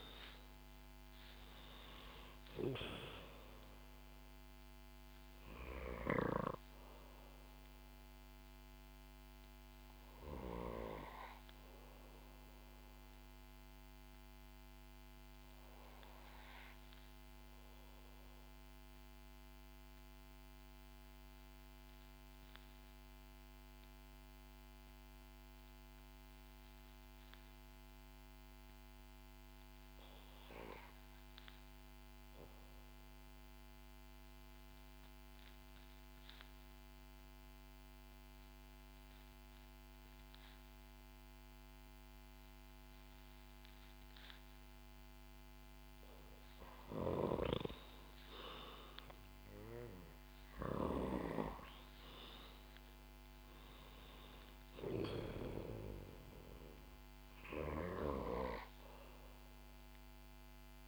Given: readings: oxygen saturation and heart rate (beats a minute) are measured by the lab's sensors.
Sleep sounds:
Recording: breathing in sleep by a microphone on the trachea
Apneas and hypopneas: 1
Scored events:
0.00-26.50 s: oxygen desaturation (device-marked, oxygen 83% lowest, heart rate 61 extreme)
13.50-46.50 s: obstructive apnea (oxygen 94% before, 83% lowest, heart rate 67 before, 56 extreme, up 6 after)
42.50-60.87 s: oxygen desaturation (device-marked, oxygen 97% before, 88% lowest, heart rate 63 before, 56 extreme)
47.00-51.50 s: snoring (device-marked)
48.00-53.50 s: arousal
From the record:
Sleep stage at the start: N2 (light sleep)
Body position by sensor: on the back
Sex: female

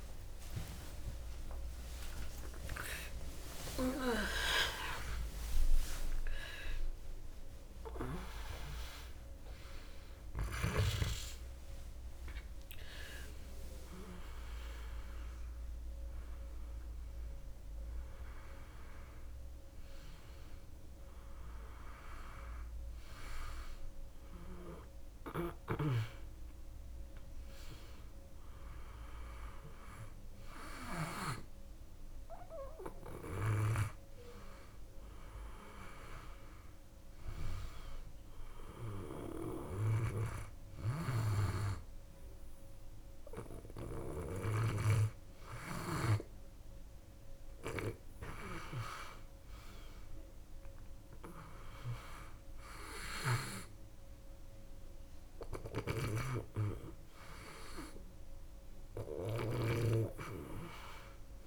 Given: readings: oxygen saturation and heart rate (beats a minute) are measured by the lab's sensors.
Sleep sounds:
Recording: a person partly awake in a sleep study, by a room microphone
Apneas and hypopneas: none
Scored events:
12.00-61.47 s: new sleep stage, N2 (light sleep)
40.50-53.00 s: snoring (device-marked)
55.00-59.00 s: snoring (device-marked)
From the record:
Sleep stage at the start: awake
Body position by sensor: on the back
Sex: female

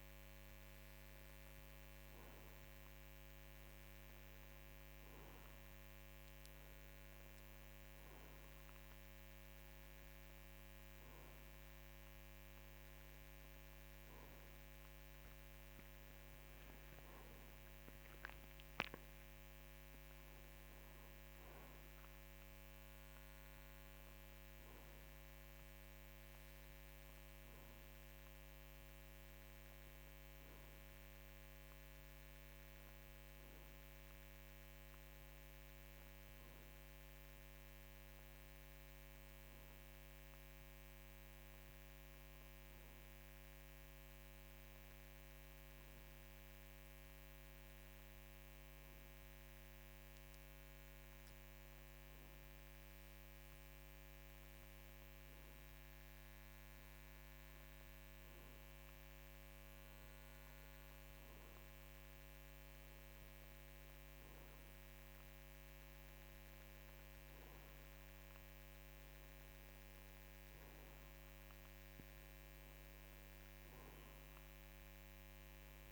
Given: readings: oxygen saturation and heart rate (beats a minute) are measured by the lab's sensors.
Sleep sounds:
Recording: breathing in sleep, hard to hear, by a microphone on the trachea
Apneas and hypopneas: none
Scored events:
none scored
From the record:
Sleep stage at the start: N2 (light sleep)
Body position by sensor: on the right side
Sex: male

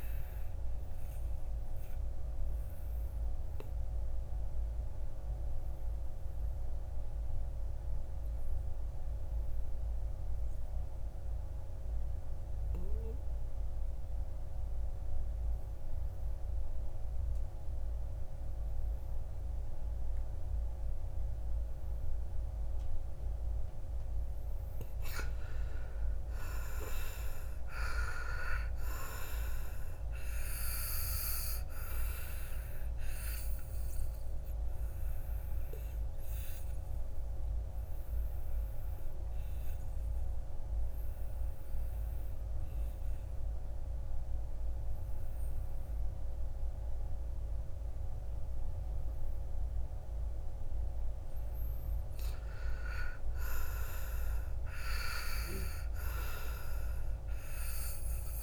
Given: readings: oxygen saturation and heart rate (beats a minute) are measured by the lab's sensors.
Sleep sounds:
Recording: breathing in sleep by a room microphone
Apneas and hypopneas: 2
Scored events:
0.50-18.50 s: oxygen desaturation (device-marked, oxygen 98% before, 86% lowest, heart rate 59 before, 58 extreme)
0.50-24.00 s: obstructive apnea (oxygen 98% before, 79% lowest, heart rate 59 before, 56 extreme, up 10 after)
25.50-28.50 s: arousal
26.50-50.50 s: oxygen desaturation (device-marked, oxygen 95% before, 79% lowest, heart rate 62 before, 56 extreme)
32.00-50.50 s: obstructive apnea (oxygen 95% before, 75% lowest, heart rate 65 before, 56 extreme, up 12 after)
52.00-55.50 s: arousal
52.50-58.43 s: oxygen desaturation (device-marked, oxygen 98% before, 86% lowest, heart rate 61 before, 57 extreme)
From the record:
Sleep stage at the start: N2 (light sleep)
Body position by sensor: on the back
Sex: male

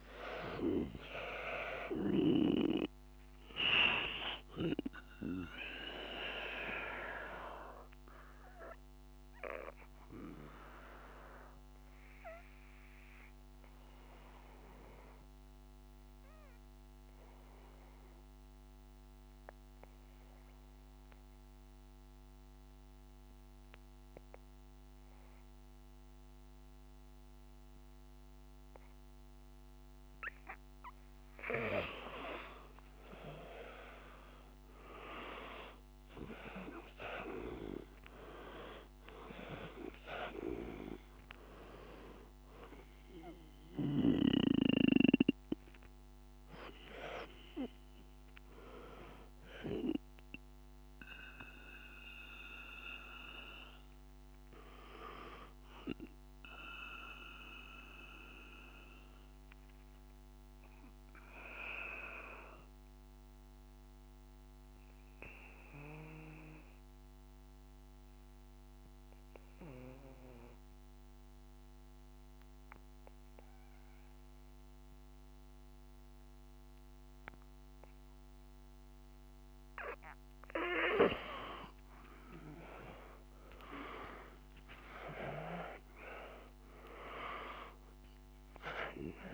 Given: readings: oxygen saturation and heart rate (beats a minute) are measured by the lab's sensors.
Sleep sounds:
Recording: breathing in sleep by a microphone on the trachea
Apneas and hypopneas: 2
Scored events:
0.00-23.00 s: oxygen desaturation (device-marked, oxygen 87% lowest, heart rate 52 extreme)
5.00-29.50 s: obstructive apnea (oxygen 97% before, 87% lowest, heart rate 54 before, 52 extreme, up 4 after)
31.50-36.00 s: arousal
37.00-62.00 s: oxygen desaturation (device-marked, oxygen 97% before, 91% lowest, heart rate 54 before, 51 extreme)
54.50-79.00 s: obstructive apnea (oxygen 98% before, 91% lowest, heart rate 55 before, 51 extreme, up 6 after)
81.00-89.34 s: oxygen desaturation (device-marked, oxygen 97% before, 91% lowest, heart rate 53 before, 50 extreme)
81.50-85.00 s: arousal
From the record:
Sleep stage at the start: N2 (light sleep)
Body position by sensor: on the back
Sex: male

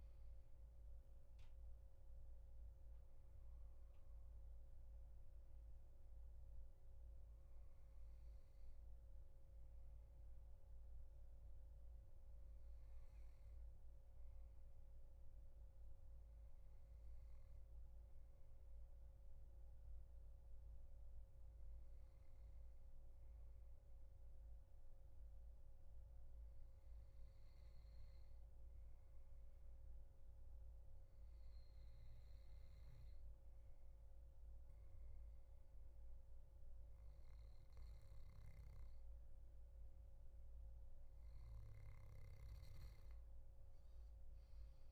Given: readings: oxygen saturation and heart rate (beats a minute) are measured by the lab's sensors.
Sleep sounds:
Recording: breathing in sleep, hard to hear, by a room microphone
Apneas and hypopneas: 1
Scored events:
25.00-39.50 s: hypopnea (oxygen 97% before, 95% lowest, heart rate 75 before, 74 extreme, up 6 after)
43.50-44.92 s: arousal
From the record:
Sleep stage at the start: N2 (light sleep)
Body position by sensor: on the back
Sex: male

